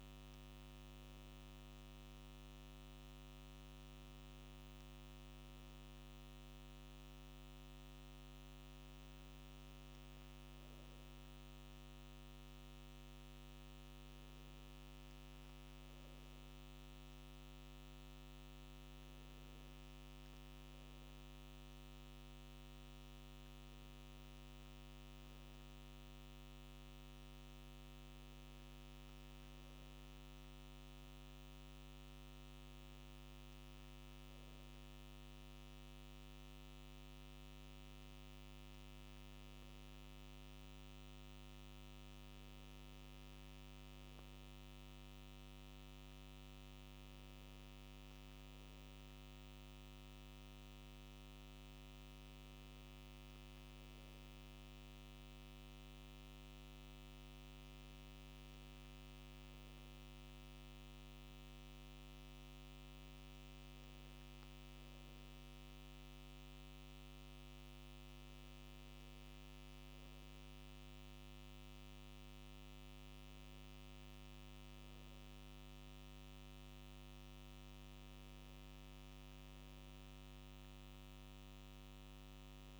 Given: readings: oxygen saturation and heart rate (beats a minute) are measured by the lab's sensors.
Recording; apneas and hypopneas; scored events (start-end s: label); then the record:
a person awake in a sleep study, hard to hear, by a microphone on the trachea; none
none scored
From the record:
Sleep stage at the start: awake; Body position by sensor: on the right side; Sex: male